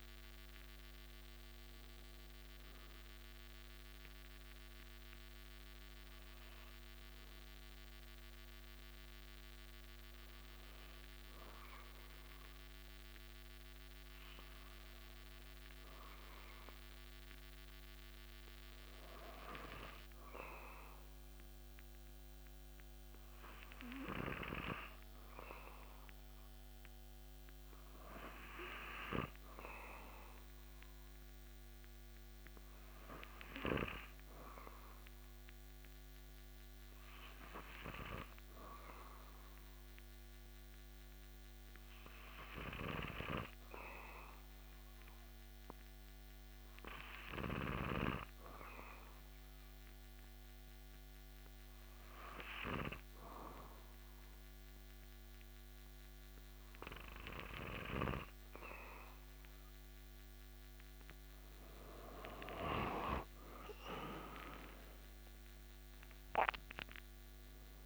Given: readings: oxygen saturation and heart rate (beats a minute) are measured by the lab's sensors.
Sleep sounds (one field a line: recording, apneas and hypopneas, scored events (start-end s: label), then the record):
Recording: breathing in sleep by a microphone on the trachea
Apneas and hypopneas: 1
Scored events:
4.50-60.00 s: hypopnea (oxygen 97% before, 95% lowest)
63.50-67.50 s: arousal
From the record:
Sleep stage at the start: N2 (light sleep)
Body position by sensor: on the back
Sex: male